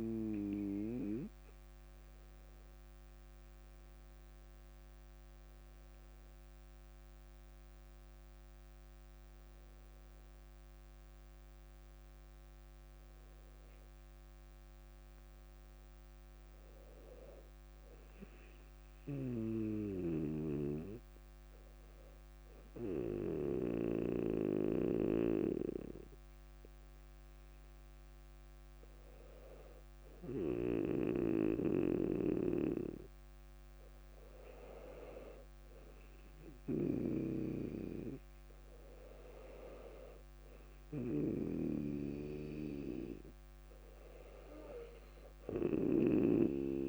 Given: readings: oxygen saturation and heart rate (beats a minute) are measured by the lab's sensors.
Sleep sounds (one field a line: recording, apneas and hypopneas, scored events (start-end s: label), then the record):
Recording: a person partly awake in a sleep study, by a microphone on the trachea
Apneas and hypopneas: none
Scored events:
14.00-46.89 s: new sleep stage, N1 (lightest sleep)
From the record:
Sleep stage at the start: awake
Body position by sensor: on the back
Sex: female